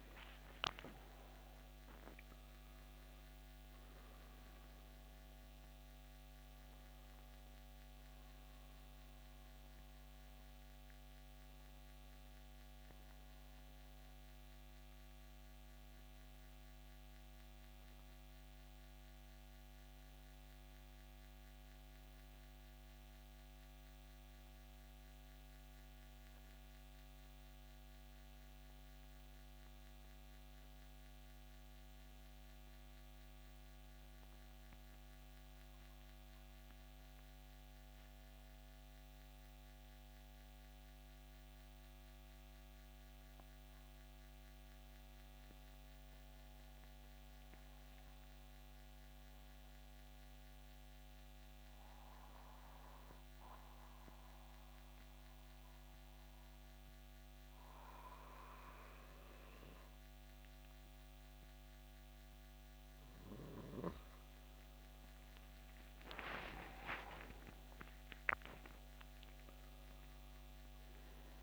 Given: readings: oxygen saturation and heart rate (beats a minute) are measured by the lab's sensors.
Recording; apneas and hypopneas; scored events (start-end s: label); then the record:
breathing in sleep by a microphone on the trachea; 1
0.00-29.50 s: oxygen desaturation (device-marked, oxygen 86% lowest, heart rate 64 extreme)
0.50-30.50 s: new sleep stage, N1 (lightest sleep)
30.50-71.43 s: new sleep stage, N2 (light sleep)
32.50-61.50 s: hypopnea (oxygen 96% before, 88% lowest, heart rate 71 before, 64 extreme, up 11 after)
48.50-71.43 s: oxygen desaturation (device-marked, oxygen 96% before, 88% lowest, heart rate 68 before, 65 extreme)
65.00-69.00 s: arousal
From the record:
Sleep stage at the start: N2 (light sleep); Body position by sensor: on the back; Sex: male